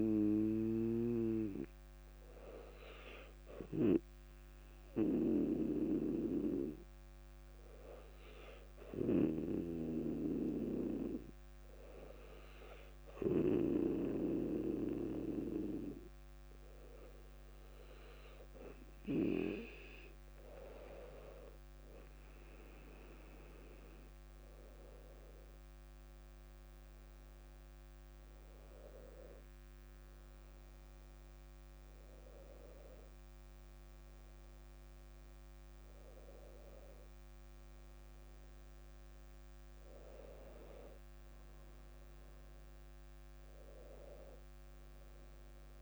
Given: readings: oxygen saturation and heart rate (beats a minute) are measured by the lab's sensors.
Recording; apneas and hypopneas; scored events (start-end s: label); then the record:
breathing in sleep by a microphone on the trachea; 1
0.00-6.50 s: drop in pulse transit time (device-marked, heart rate 55 extreme)
2.00-18.50 s: hypopnea (oxygen 99% before, 97% lowest, heart rate 65 before, 55 extreme, up 6 after)
20.00-23.00 s: arousal
From the record:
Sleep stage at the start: N2 (light sleep); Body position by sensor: on the back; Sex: female